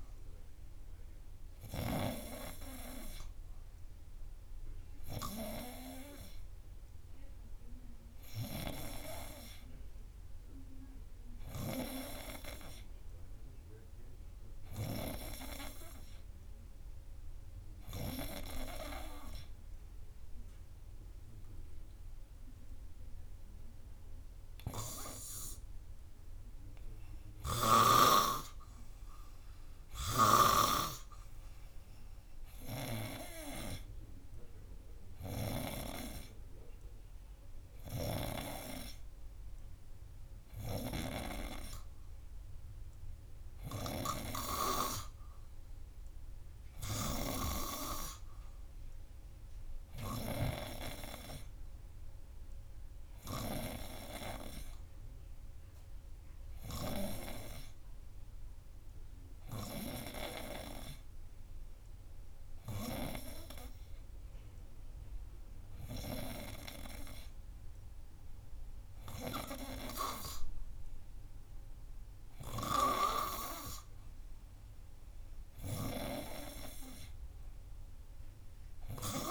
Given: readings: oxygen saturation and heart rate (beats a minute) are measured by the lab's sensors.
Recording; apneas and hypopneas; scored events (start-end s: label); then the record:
breathing in sleep by a room microphone; 1
19.00-29.00 s: hypopnea (oxygen 95% before, 93% lowest, heart rate 92 before, 89 extreme, up 5 after)
31.00-35.00 s: arousal
From the record:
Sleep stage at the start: N2 (light sleep); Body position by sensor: on the front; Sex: male